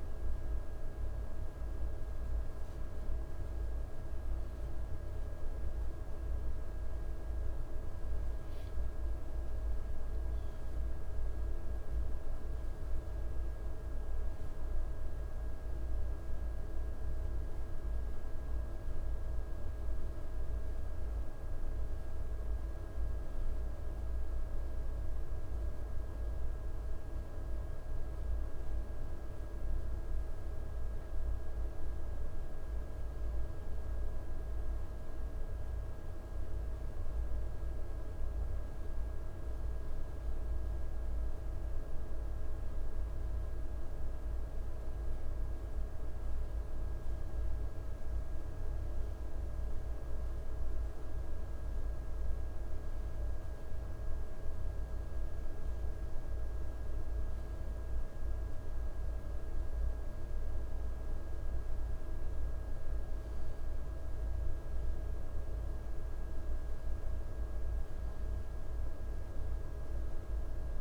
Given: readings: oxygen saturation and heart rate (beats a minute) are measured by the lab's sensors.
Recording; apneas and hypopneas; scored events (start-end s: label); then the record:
breathing in sleep, hard to hear, by a room microphone; none
none scored
From the record:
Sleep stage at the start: N1 (lightest sleep); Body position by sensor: on the back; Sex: male